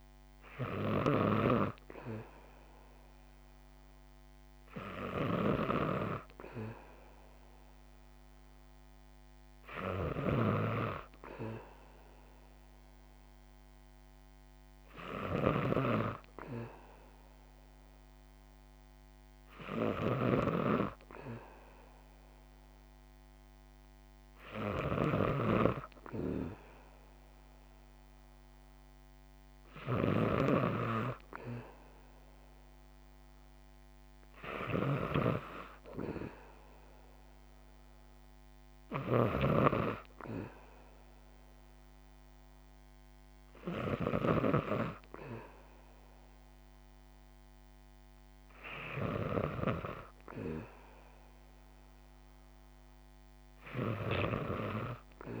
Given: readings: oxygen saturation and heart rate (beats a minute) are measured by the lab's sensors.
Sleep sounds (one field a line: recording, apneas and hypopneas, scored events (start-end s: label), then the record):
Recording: breathing in sleep by a microphone on the trachea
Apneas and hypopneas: none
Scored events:
0.00-43.50 s: snoring (device-marked)
53.00-55.40 s: snoring (device-marked)
From the record:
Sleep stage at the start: N2 (light sleep)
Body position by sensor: on the back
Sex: female